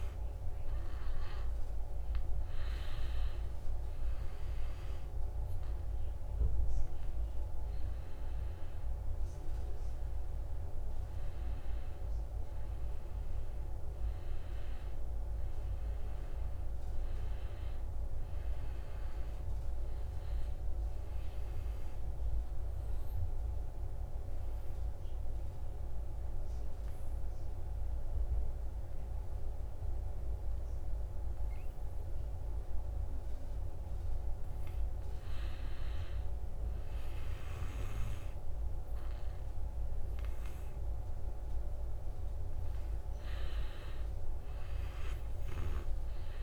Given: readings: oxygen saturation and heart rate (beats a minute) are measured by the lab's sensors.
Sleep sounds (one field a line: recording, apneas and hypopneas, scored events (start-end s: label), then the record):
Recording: breathing in sleep, hard to hear, by a room microphone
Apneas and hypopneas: 1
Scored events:
0.00-11.50 s: oxygen desaturation (device-marked, oxygen 92% lowest, heart rate 68 extreme)
15.50-19.50 s: arousal
22.00-33.50 s: obstructive apnea (oxygen 96% before, 86% lowest, heart rate 70 before, 68 extreme)
34.00-37.50 s: arousal
38.50-46.43 s: oxygen desaturation (device-marked, oxygen 96% before, 90% lowest, heart rate 71 before, 67 extreme)
From the record:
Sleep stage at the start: N2 (light sleep)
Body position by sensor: on the back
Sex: male